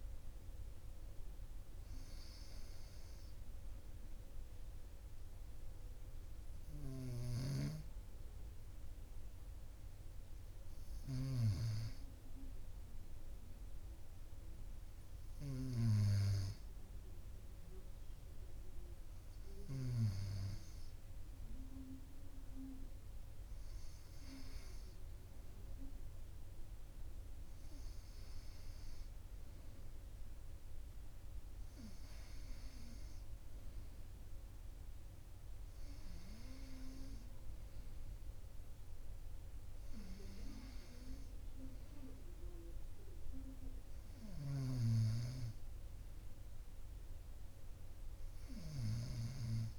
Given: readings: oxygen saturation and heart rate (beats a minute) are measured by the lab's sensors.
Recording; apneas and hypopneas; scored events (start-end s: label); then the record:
breathing in sleep by a room microphone; none
none scored
From the record:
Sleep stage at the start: N2 (light sleep); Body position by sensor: on the right side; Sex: male